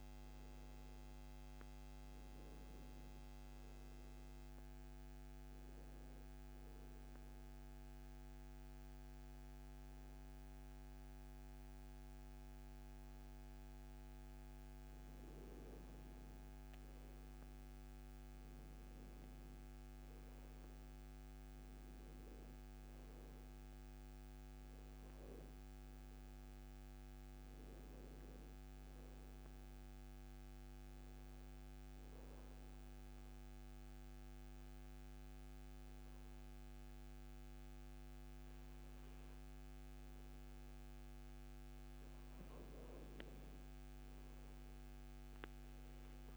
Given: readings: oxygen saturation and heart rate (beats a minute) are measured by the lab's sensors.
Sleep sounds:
breathing in sleep, hard to hear, by a microphone on the trachea; 2
0.00-2.50 s: oxygen desaturation (device-marked, oxygen 87% lowest, heart rate 68 extreme)
6.00-16.00 s: obstructive apnea (oxygen 96% before, 88% lowest, heart rate 76 before, 63 extreme, up 8 after)
18.00-21.00 s: arousal
20.50-46.37 s: new sleep stage, N2 (light sleep)
21.50-32.50 s: oxygen desaturation (device-marked, oxygen 95% before, 91% lowest, heart rate 73 before, 63 extreme)
29.00-39.50 s: obstructive apnea (oxygen 96% before, 88% lowest, heart rate 72 before, 63 extreme, up 8 after)
41.50-45.50 s: arousal
From the record:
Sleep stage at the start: N1 (lightest sleep); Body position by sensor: on the back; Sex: male

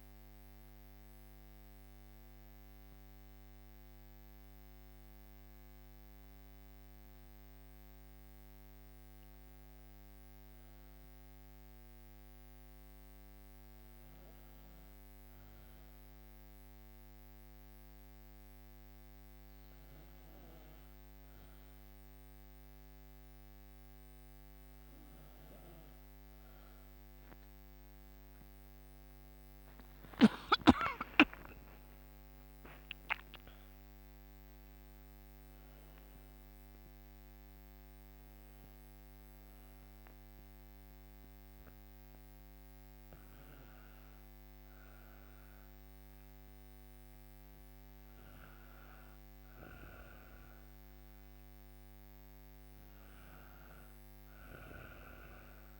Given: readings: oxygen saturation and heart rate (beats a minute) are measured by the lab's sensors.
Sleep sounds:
breathing in sleep by a microphone on the trachea; none
28.00-32.50 s: arousal
31.50-47.50 s: oxygen desaturation (device-marked, oxygen 96% before, 92% lowest, heart rate 67 before, 59 extreme)
From the record:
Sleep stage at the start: N2 (light sleep); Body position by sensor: on the right side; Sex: female

